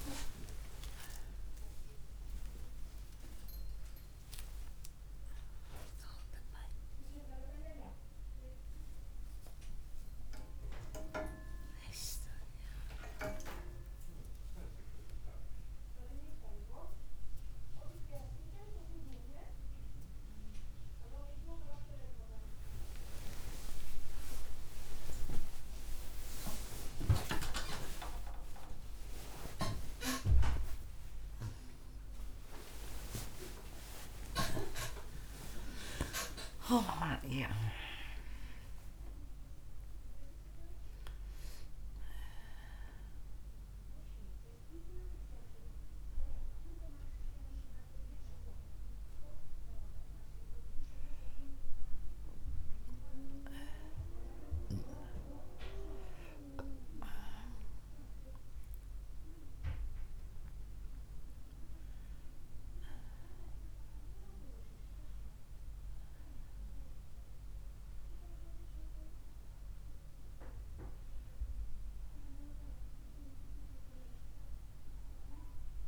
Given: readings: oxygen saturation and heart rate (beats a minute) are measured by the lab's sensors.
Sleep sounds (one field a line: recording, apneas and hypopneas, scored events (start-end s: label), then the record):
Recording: a person awake in a sleep study, by a room microphone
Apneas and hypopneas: none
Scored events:
none scored
From the record:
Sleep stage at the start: awake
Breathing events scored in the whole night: 130 in 5.5 hours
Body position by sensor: on the right side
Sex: female